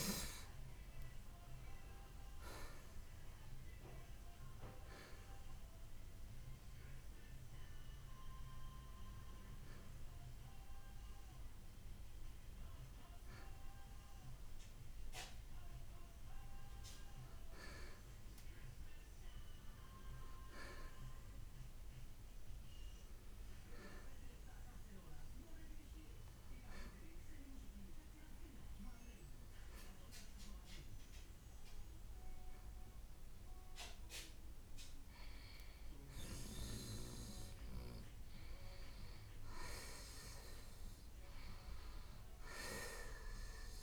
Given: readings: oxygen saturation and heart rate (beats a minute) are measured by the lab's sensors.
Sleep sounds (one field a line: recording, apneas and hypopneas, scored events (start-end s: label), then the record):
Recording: breathing in sleep by a room microphone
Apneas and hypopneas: 1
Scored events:
0.00-1.50 s: arousal
23.00-32.00 s: oxygen desaturation (device-marked, oxygen 91% before, 87% lowest, heart rate 66 before, 58 extreme)
24.50-35.50 s: hypopnea (oxygen 91% before, 85% lowest, heart rate 66 before, 58 extreme, up 3 after)
39.00-42.00 s: arousal
From the record:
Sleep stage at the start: N2 (light sleep)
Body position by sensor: on the right side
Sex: male